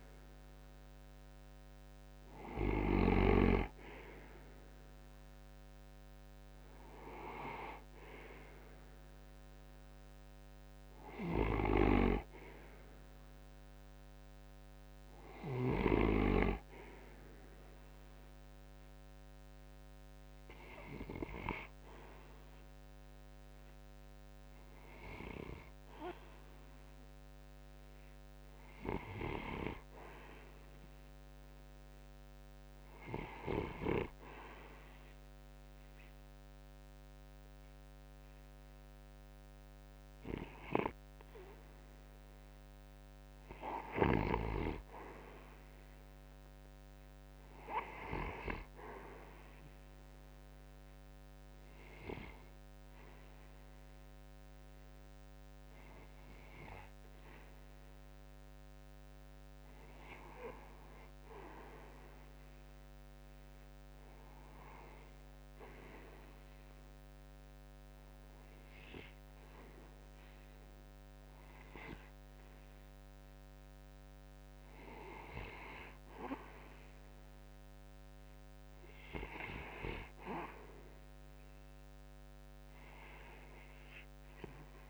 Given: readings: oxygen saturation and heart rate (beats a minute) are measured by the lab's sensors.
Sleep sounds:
breathing in sleep by a microphone on the trachea; 3
17.00-21.00 s: arousal
24.00-40.00 s: hypopnea (oxygen 93% before, 84% lowest)
33.00-65.00 s: oxygen desaturation (device-marked, oxygen 93% before, 84% lowest)
42.00-45.00 s: arousal
49.00-60.00 s: obstructive apnea (oxygen 93% before, 84% lowest)
62.50-65.00 s: arousal
67.00-79.50 s: hypopnea (oxygen 91% before, 84% lowest)
72.00-81.00 s: oxygen desaturation (device-marked, oxygen 88% before, 84% lowest)
82.50-84.90 s: arousal
From the record:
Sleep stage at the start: REM sleep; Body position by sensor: on the right side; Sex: male

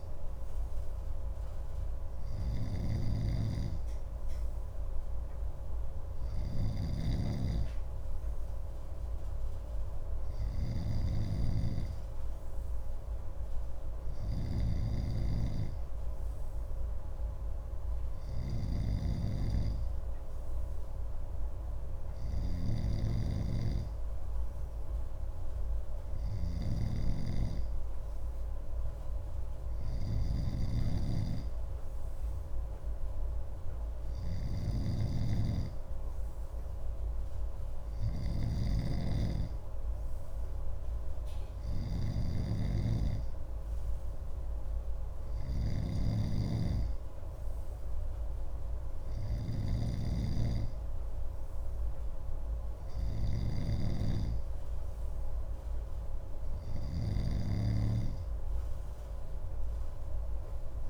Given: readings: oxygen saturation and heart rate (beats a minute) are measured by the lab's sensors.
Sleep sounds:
breathing in sleep by a room microphone; none
0.00-60.90 s: snoring (device-marked)
From the record:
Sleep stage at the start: N2 (light sleep); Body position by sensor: on the left side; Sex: male

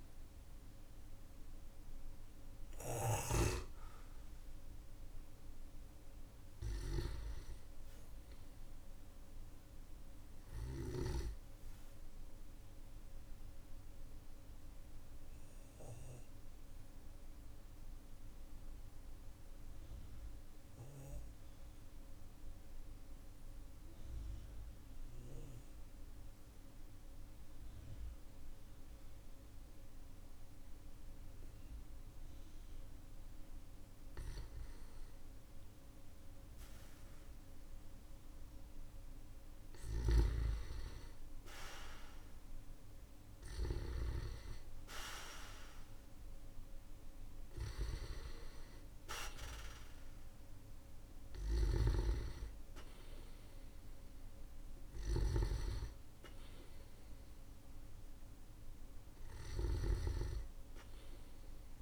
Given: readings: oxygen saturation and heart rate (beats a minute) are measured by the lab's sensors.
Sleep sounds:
breathing in sleep by a room microphone; 1
3.50-7.50 s: arousal
6.50-27.50 s: oxygen desaturation (device-marked, oxygen 98% before, 94% lowest, heart rate 50 before, 45 extreme)
11.00-34.00 s: obstructive apnea (oxygen 99% before, 94% lowest, heart rate 49 before, 45 extreme, up 9 after)
35.00-38.00 s: arousal
39.00-43.50 s: snoring (device-marked)
59.00-61.82 s: snoring (device-marked)
From the record:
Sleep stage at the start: N2 (light sleep); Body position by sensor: on the back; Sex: male

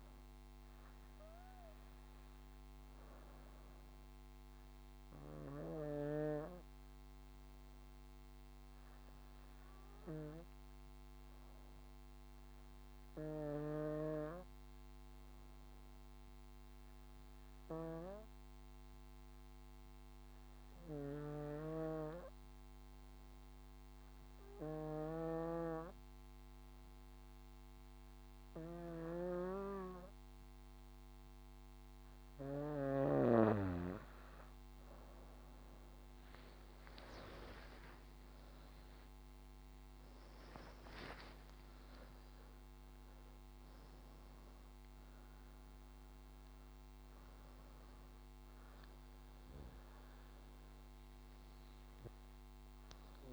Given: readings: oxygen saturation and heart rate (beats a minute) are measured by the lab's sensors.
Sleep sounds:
breathing in sleep by a microphone on the trachea; 1
0.00-8.50 s: oxygen desaturation (device-marked, oxygen 92% lowest, heart rate 66 extreme)
6.00-32.00 s: obstructive apnea (oxygen 97% before, 88% lowest, heart rate 69 before, 67 extreme, up 8 after)
22.00-25.50 s: snoring (device-marked)
27.50-53.33 s: oxygen desaturation (device-marked, oxygen 96% before, 88% lowest, heart rate 67 before, 57 extreme)
37.50-44.50 s: arousal
From the record:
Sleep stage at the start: N2 (light sleep); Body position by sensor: on the back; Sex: female

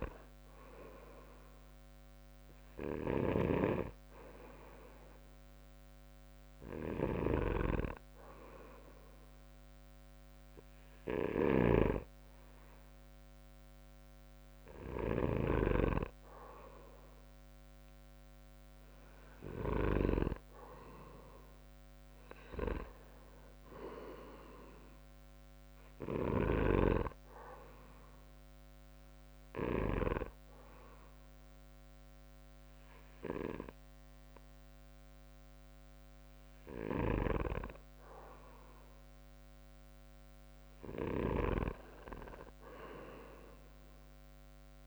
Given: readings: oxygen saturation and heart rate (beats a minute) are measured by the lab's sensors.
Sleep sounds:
breathing in sleep by a microphone on the trachea; 1
27.00-37.50 s: obstructive apnea (oxygen 96% before, 93% lowest, heart rate 70 before, 66 extreme, up 4 after)
40.50-44.50 s: arousal
From the record:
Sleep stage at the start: N2 (light sleep); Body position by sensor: on the back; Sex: male

